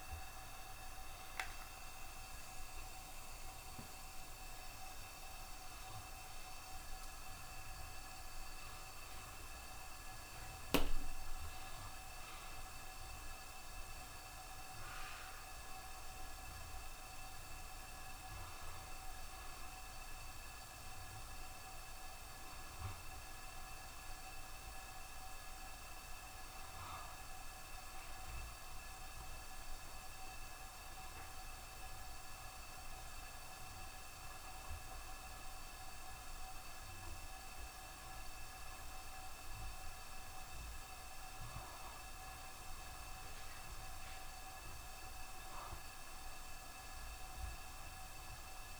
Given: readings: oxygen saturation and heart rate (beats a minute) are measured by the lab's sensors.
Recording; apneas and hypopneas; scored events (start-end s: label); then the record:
breathing in sleep, hard to hear, by a room microphone; none
0.00-7.00 s: oxygen desaturation (device-marked, oxygen 86% lowest, heart rate 66 extreme)
1.00-5.00 s: tachycardia (device-marked, heart rate 68 before, 106 extreme)
4.00-6.00 s: long interval between heartbeats (device-marked, heart rate 71 before, 106 extreme)
From the record:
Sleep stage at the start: N1 (lightest sleep); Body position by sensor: on the back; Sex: male